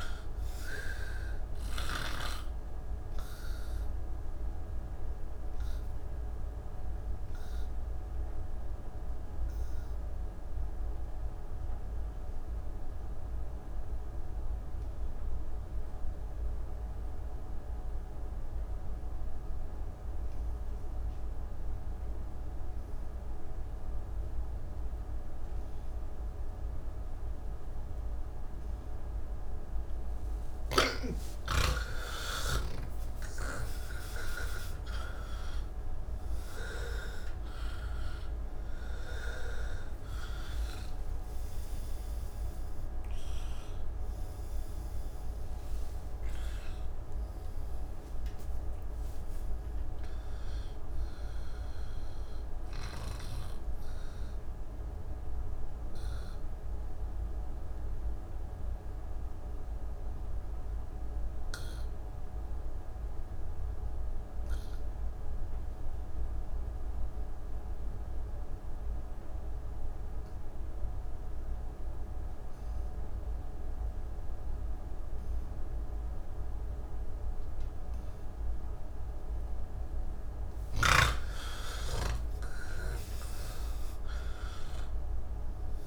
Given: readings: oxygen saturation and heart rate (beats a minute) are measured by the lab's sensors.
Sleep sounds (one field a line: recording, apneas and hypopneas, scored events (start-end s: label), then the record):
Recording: breathing in sleep by a room microphone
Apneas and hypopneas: 2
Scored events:
0.00-18.00 s: oxygen desaturation (device-marked, oxygen 83% lowest)
3.00-30.00 s: obstructive apnea (oxygen 98% before, 80% lowest)
20.00-60.00 s: oxygen desaturation (device-marked, oxygen 97% before, 80% lowest)
54.50-80.50 s: obstructive apnea (oxygen 95% before, 80% lowest)
77.00-85.86 s: oxygen desaturation (device-marked, oxygen 98% before, 83% lowest)
From the record:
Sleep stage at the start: N3 (deep sleep)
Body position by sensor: on the back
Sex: male